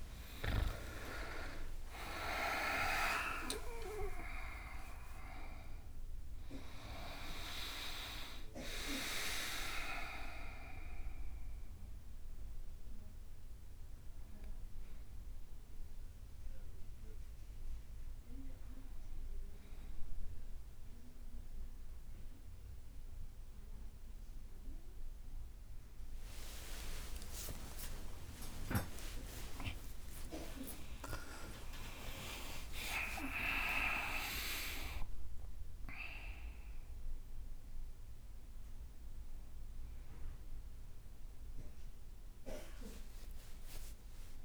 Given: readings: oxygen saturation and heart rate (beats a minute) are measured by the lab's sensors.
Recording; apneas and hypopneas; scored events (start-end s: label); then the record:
breathing in sleep by a room microphone; none
0.00-1.50 s: arousal
4.00-6.00 s: long interval between heartbeats (device-marked, heart rate 65 before, 85 extreme)
32.50-34.50 s: long interval between heartbeats (device-marked, heart rate 70 before, 82 extreme)
34.50-44.45 s: new sleep stage, awake
42.50-44.00 s: leg movement (device-marked)
From the record:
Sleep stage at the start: N1 (lightest sleep); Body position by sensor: on the right side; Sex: male